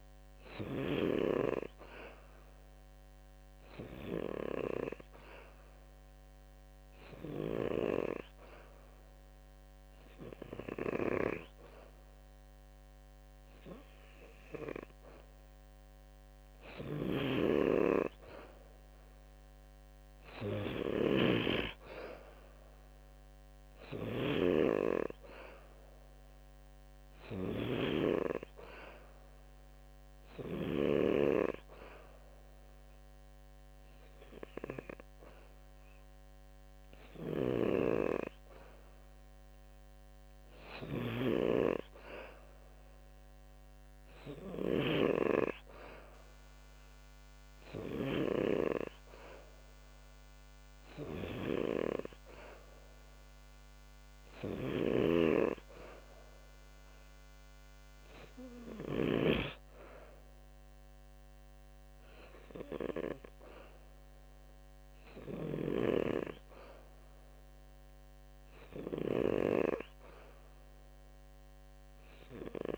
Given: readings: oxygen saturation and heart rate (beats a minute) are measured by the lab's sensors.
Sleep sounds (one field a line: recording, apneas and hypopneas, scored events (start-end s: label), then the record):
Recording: breathing in sleep by a microphone on the trachea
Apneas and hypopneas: none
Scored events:
16.00-30.50 s: snoring (device-marked)
36.50-48.00 s: snoring (device-marked)
54.00-59.00 s: snoring (device-marked)
From the record:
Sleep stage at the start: N2 (light sleep)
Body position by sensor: on the back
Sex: male